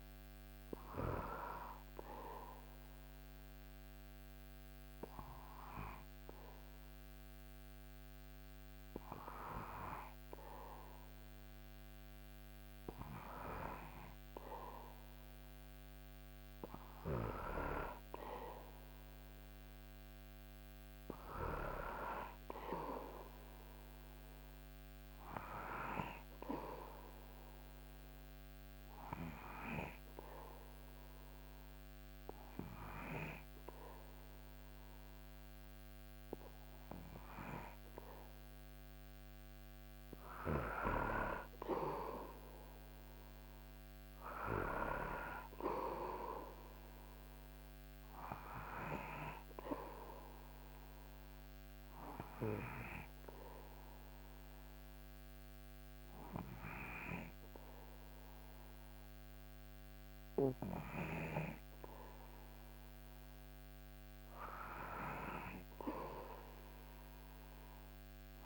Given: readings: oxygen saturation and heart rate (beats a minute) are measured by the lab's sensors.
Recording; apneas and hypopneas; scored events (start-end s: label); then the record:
breathing in sleep by a microphone on the trachea; 3
1.50-12.50 s: hypopnea (oxygen 97% before, 94% lowest, heart rate 82 before, 78 extreme, up 2 after)
15.00-19.50 s: arousal
27.00-38.00 s: hypopnea (oxygen 98% before, 94% lowest, heart rate 79 before, 76 extreme, up 3 after)
44.50-47.50 s: arousal
50.00-62.50 s: hypopnea (oxygen 97% before, 94% lowest, heart rate 79 before, 75 extreme, up 5 after)
65.50-68.46 s: arousal
From the record:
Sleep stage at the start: N2 (light sleep); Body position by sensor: on the back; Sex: male